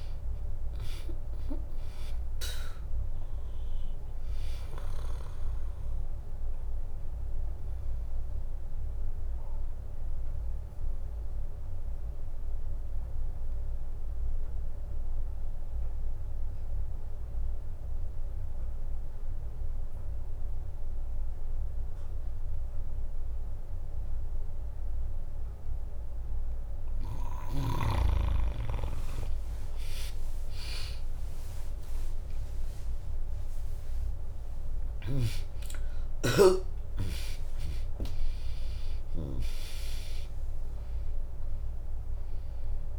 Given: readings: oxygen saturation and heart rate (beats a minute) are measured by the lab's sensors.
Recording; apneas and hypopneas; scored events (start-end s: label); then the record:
breathing in sleep by a room microphone; 1
0.00-9.00 s: drop in pulse transit time (device-marked, heart rate 60 extreme)
0.00-18.00 s: oxygen desaturation (device-marked, oxygen 95% lowest, heart rate 60 extreme)
6.50-27.00 s: obstructive apnea (oxygen 100% before, 95% lowest, heart rate 64 before, 60 extreme, up 3 after)
29.50-34.50 s: arousal
33.00-42.99 s: drop in pulse transit time (device-marked, heart rate 66 before, 62 extreme)
35.00-42.99 s: oxygen desaturation (device-marked, oxygen 99% before, 95% lowest, heart rate 65 before, 58 extreme)
From the record:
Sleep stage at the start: N2 (light sleep); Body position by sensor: on the back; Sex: female